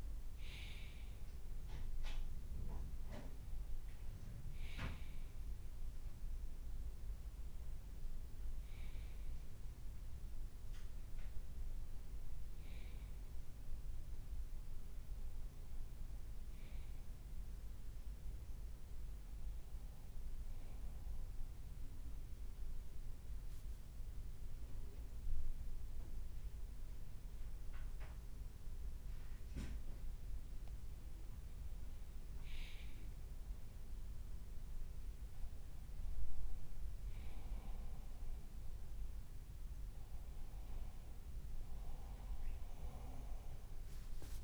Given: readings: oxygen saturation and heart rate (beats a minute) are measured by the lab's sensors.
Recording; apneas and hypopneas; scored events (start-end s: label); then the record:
breathing in sleep by a room microphone; 1
0.00-1.50 s: arousal
20.00-30.50 s: mixed apnea (oxygen 96% before, 93% lowest, heart rate 61 before, 57 extreme, up 0 after)
37.50-42.00 s: arousal
From the record:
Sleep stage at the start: N2 (light sleep); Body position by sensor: on the right side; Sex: male